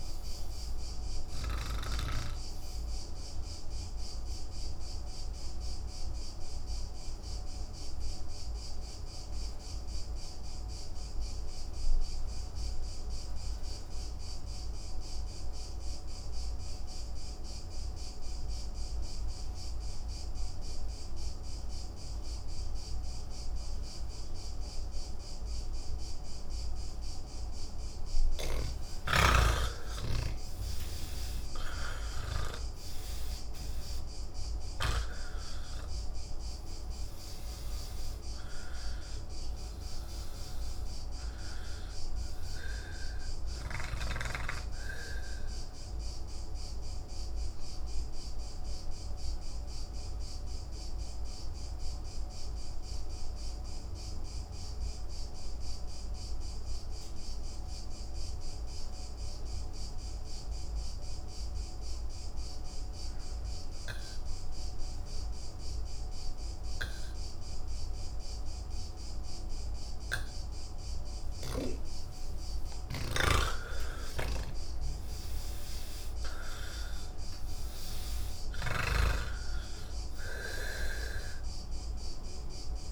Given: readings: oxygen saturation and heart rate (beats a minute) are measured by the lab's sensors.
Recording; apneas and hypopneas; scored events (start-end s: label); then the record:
breathing in sleep by a room microphone; 2
0.00-9.50 s: oxygen desaturation (device-marked, oxygen 79% lowest)
3.00-27.50 s: obstructive apnea (oxygen 91% before, 79% lowest)
22.50-57.50 s: oxygen desaturation (device-marked, oxygen 98% before, 83% lowest)
47.00-71.50 s: obstructive apnea (oxygen 98% before, 83% lowest, heart rate 36 before, 40 extreme, up 4 after)
64.50-82.92 s: oxygen desaturation (device-marked, oxygen 99% before, 85% lowest, heart rate 85 before, 37 extreme)
74.00-79.50 s: snoring (device-marked)
From the record:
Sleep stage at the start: N1 (lightest sleep); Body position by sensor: on the back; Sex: male